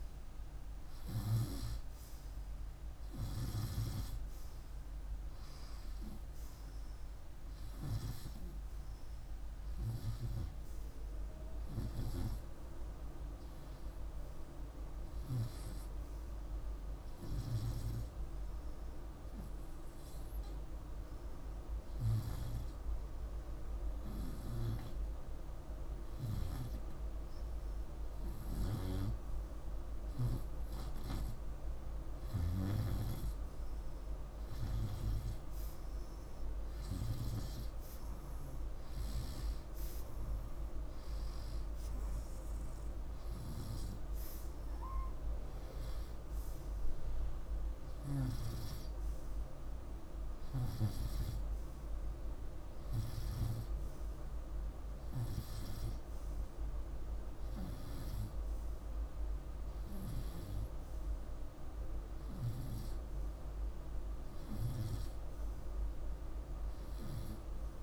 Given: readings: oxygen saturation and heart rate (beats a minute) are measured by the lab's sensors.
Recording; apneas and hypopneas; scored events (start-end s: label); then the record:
breathing in sleep by a room microphone; 1
18.00-29.50 s: hypopnea (oxygen 98% before, 94% lowest, heart rate 54 before, 53 extreme, up 0 after)
31.50-35.50 s: arousal
From the record:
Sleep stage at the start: REM sleep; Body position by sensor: on the right side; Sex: male